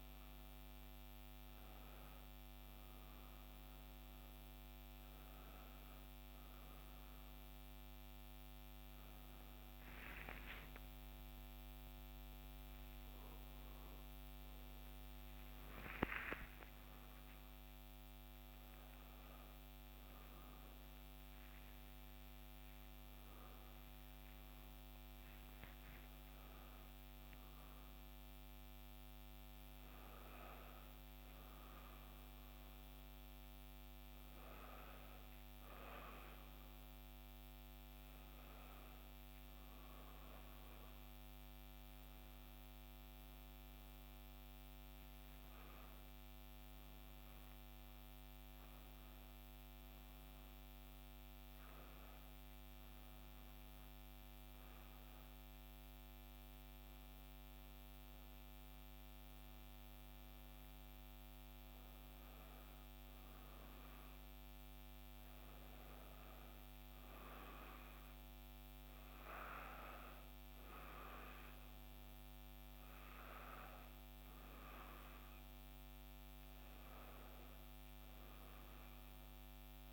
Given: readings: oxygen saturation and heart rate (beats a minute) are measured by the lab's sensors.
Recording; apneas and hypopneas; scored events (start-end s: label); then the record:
a person awake in a sleep study, hard to hear, by a microphone on the trachea; none
61.50-78.50 s: oxygen desaturation (device-marked, oxygen 97% before, 94% lowest, heart rate 59 before, 59 extreme)
73.50-79.93 s: new sleep stage, N1 (lightest sleep)
From the record:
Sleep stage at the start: awake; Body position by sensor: on the back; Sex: female